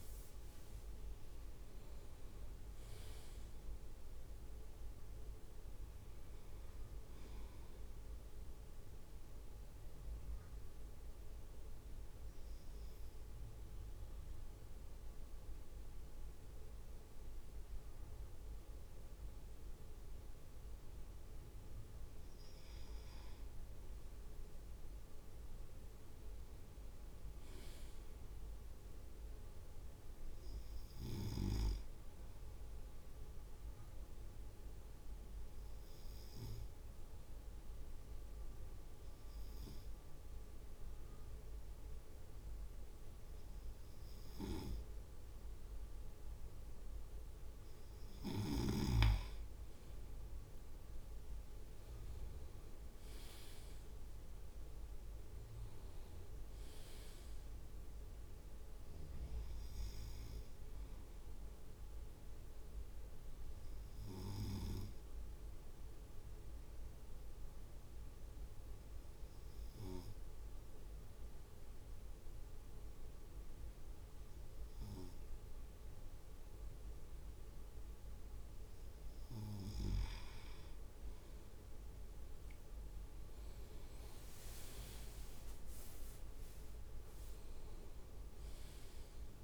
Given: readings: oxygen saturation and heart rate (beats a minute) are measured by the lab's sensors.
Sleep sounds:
breathing in sleep by a room microphone; 3
0.00-1.50 s: leg movement (device-marked)
0.00-2.50 s: arousal
8.50-22.50 s: obstructive apnea (oxygen 99% before, 97% lowest)
25.50-28.50 s: arousal
33.50-47.50 s: obstructive apnea (oxygen 99% before, 97% lowest)
50.50-51.50 s: leg movement (device-marked)
50.50-54.00 s: arousal
53.00-54.00 s: leg movement (device-marked)
63.00-79.00 s: obstructive apnea (oxygen 99% before, 97% lowest)
83.00-86.50 s: arousal
83.00-87.00 s: leg movement (device-marked)
From the record:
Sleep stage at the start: N2 (light sleep); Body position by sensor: on the right side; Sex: male

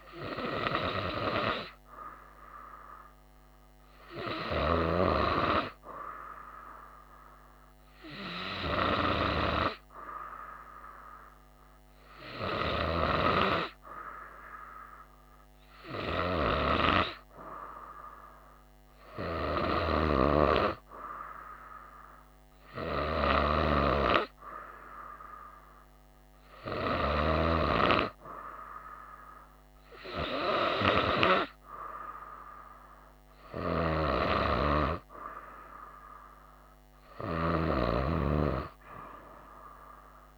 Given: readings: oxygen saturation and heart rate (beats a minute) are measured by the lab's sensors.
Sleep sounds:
breathing in sleep by a microphone on the trachea; none
none scored
From the record:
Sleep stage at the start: N2 (light sleep); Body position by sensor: on the right side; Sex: female

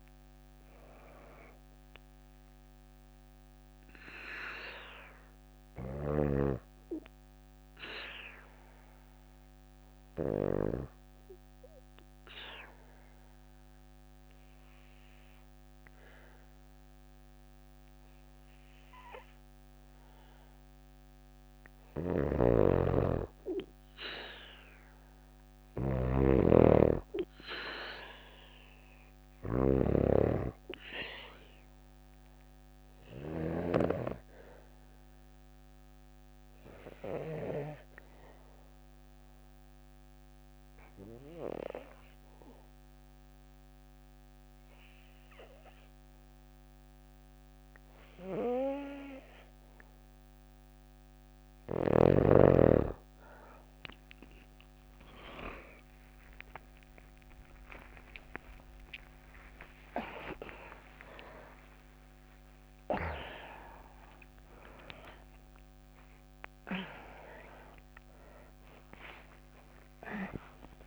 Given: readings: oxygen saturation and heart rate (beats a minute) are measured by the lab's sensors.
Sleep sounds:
a person partly awake in a sleep study, by a microphone on the trachea; 2
0.00-12.00 s: oxygen desaturation (device-marked, oxygen 89% lowest, heart rate 56 extreme)
6.00-19.50 s: obstructive apnea (oxygen 94% before, 89% lowest, heart rate 61 before, 57 extreme, up 2 after)
21.00-24.50 s: arousal
21.00-33.00 s: snoring (device-marked)
28.00-43.00 s: oxygen desaturation (device-marked, oxygen 97% before, 91% lowest, heart rate 58 before, 58 extreme)
32.50-49.00 s: obstructive apnea (oxygen 97% before, 91% lowest, heart rate 59 before, 58 extreme, up 31 after)
51.00-70.87 s: new sleep stage, awake
54.00-60.00 s: tachycardia (device-marked, heart rate 60 before, 132 extreme)
56.00-70.87 s: oxygen desaturation (device-marked, oxygen 96% before, 91% lowest)
From the record:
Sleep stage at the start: N2 (light sleep); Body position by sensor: on the back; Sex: female

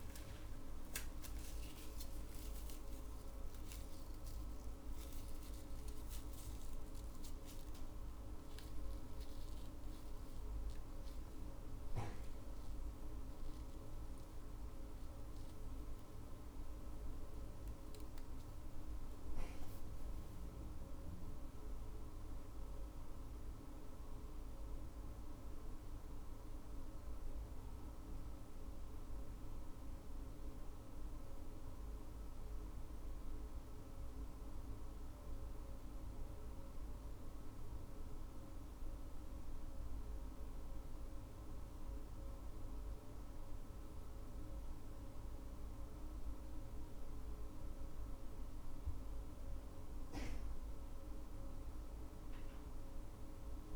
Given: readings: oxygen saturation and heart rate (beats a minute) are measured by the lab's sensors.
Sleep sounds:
a person awake in a sleep study, hard to hear, by a room microphone; none
none scored
From the record:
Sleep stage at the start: awake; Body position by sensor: on the back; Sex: female

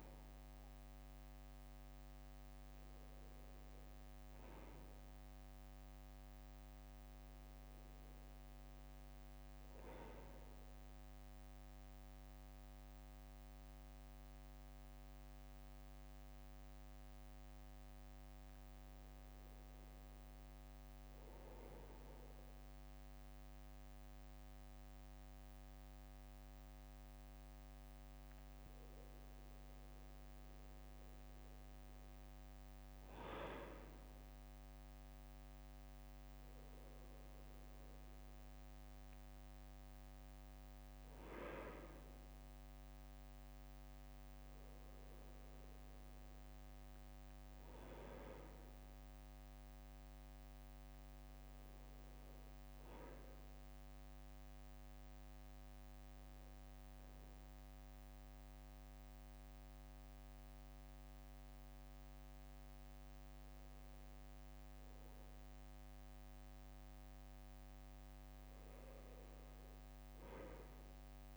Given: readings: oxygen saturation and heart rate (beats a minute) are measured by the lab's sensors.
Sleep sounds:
a person partly awake in a sleep study, hard to hear, by a microphone on the trachea; 1
3.50-6.50 s: leg movement (device-marked)
19.00-71.37 s: new sleep stage, N1 (lightest sleep)
54.00-66.00 s: hypopnea (oxygen 99% before, 95% lowest, heart rate 62 before, 63 extreme, up 1 after)
64.00-69.00 s: leg movement (device-marked)
68.00-71.37 s: arousal
From the record:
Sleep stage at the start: awake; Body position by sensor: on the right side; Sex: male

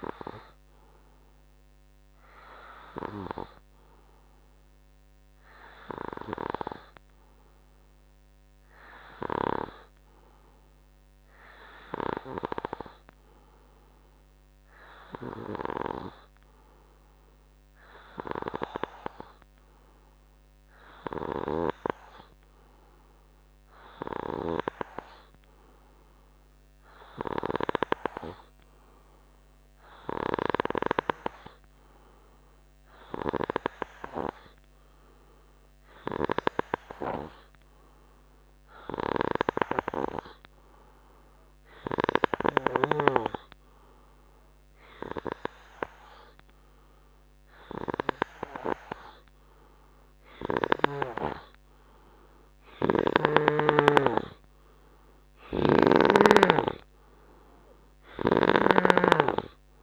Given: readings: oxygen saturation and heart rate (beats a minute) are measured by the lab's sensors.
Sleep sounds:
breathing in sleep by a microphone on the trachea; none
none scored
From the record:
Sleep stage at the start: N3 (deep sleep); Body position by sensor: on the right side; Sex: male

